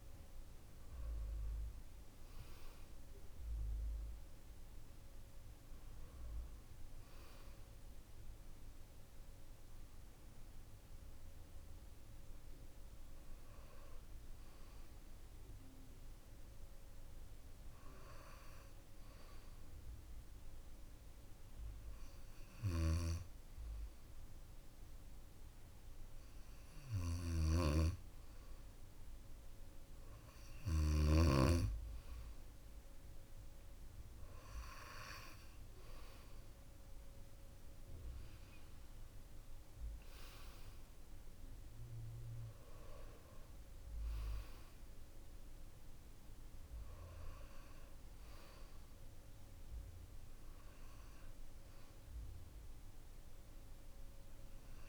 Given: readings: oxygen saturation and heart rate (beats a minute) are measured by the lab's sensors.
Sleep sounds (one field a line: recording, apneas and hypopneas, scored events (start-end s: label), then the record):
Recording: breathing in sleep by a room microphone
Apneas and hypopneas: 1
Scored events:
18.50-29.50 s: hypopnea (oxygen 96% before, 93% lowest, heart rate 58 before, 55 extreme, up 33 after)
26.50-30.50 s: snoring (device-marked)
33.00-37.50 s: arousal
From the record:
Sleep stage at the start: N2 (light sleep)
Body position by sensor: on the back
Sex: male